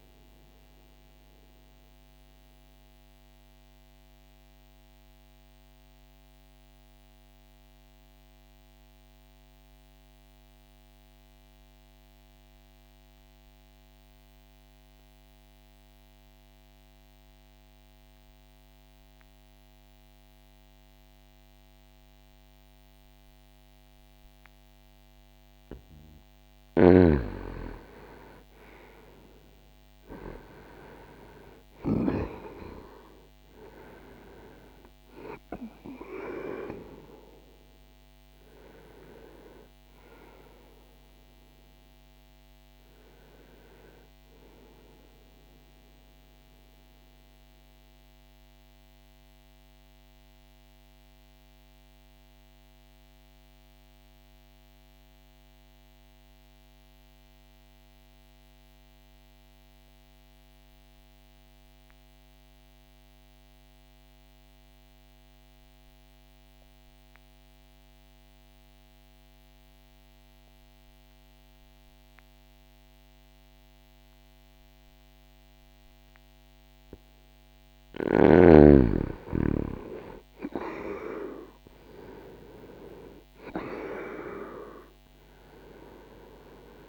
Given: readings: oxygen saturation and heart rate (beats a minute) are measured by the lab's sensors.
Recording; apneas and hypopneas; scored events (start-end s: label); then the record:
breathing in sleep by a microphone on the trachea; 2
0.50-25.50 s: mixed apnea (oxygen 98% before, 88% lowest, heart rate 64 before, 60 extreme, up 3 after)
5.50-15.50 s: oxygen desaturation (device-marked, oxygen 93% before, 88% lowest, heart rate 64 before, 60 extreme)
27.00-32.00 s: arousal
30.50-62.50 s: oxygen desaturation (device-marked, oxygen 98% before, 88% lowest, heart rate 62 before, 60 extreme)
46.00-76.50 s: obstructive apnea (oxygen 99% before, 88% lowest, heart rate 62 before, 60 extreme, up 2 after)
75.50-86.89 s: oxygen desaturation (device-marked, oxygen 98% before, 91% lowest, heart rate 61 before, 60 extreme)
77.50-82.50 s: arousal
From the record:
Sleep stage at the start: N2 (light sleep); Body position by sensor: on the back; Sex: male